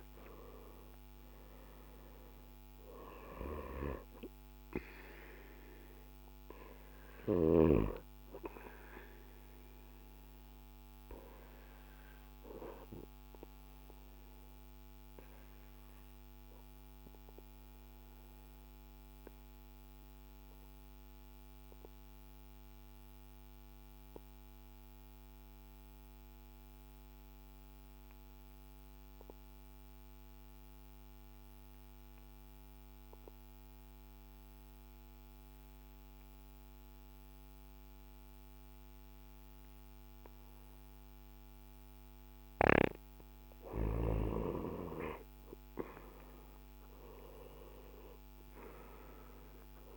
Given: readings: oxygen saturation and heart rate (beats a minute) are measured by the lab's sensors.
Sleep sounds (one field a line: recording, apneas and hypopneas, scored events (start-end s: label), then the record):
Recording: breathing in sleep by a microphone on the trachea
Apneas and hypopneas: 1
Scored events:
0.00-30.50 s: oxygen desaturation (device-marked, oxygen 89% lowest, heart rate 55 extreme)
10.50-43.00 s: obstructive apnea (oxygen 98% before, 89% lowest, heart rate 66 before, 55 extreme, up 10 after)
45.00-49.97 s: arousal
47.50-49.97 s: oxygen desaturation (device-marked, oxygen 97% before, 90% lowest, heart rate 57 before, 55 extreme)
From the record:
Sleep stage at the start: N2 (light sleep)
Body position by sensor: on the back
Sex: male